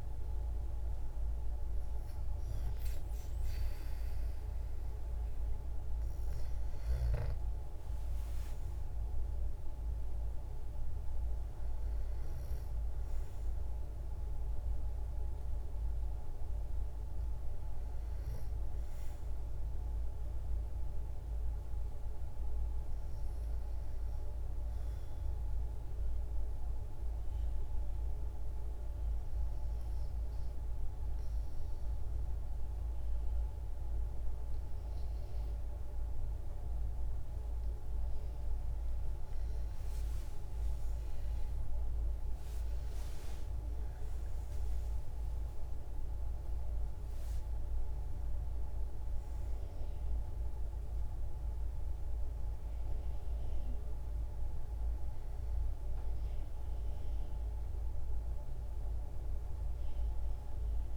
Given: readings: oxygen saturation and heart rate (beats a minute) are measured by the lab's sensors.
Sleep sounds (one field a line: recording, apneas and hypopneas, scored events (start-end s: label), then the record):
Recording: breathing in sleep, hard to hear, by a room microphone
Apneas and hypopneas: 1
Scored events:
25.00-38.50 s: hypopnea (oxygen 95% before, 93% lowest, heart rate 64 before, 54 extreme, up 19 after)
39.50-45.00 s: arousal
From the record:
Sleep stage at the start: REM sleep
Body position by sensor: on the back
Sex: female